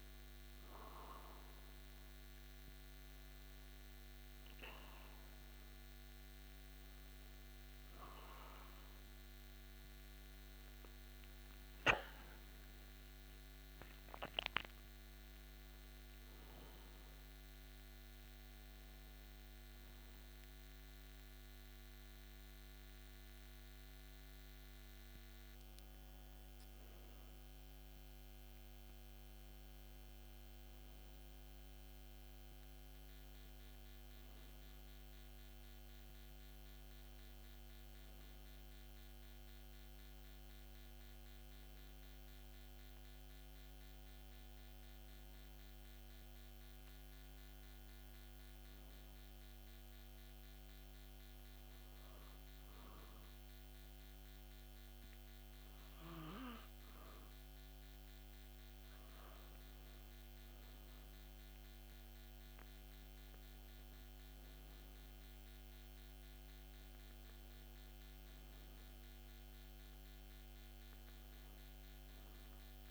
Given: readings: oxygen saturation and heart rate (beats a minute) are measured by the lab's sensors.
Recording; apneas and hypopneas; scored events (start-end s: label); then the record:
breathing in sleep, hard to hear, by a microphone on the trachea; none
none scored
From the record:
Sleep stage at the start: N2 (light sleep); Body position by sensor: on the back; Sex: male